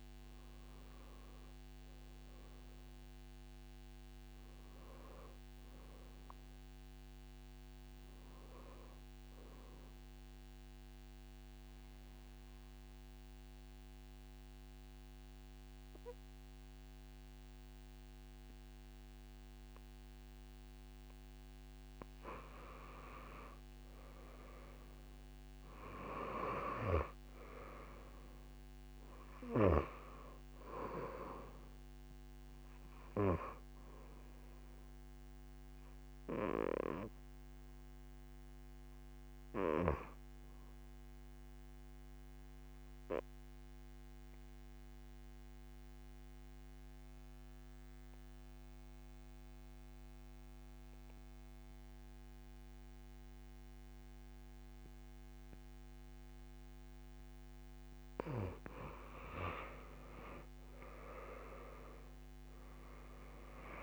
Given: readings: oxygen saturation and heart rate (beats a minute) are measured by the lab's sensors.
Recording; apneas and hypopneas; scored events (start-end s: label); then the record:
breathing in sleep by a microphone on the trachea; 1
0.00-6.00 s: tachycardia (device-marked)
20.50-24.50 s: arousal
26.00-36.00 s: oxygen desaturation (device-marked, oxygen 97% before, 92% lowest, heart rate 49 before, 27 extreme)
42.50-57.50 s: obstructive apnea (oxygen 97% before, 85% lowest)
53.00-63.83 s: oxygen desaturation (device-marked, oxygen 96% before, 85% lowest)
59.50-63.83 s: arousal
From the record:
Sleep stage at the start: N2 (light sleep); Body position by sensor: on the back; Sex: female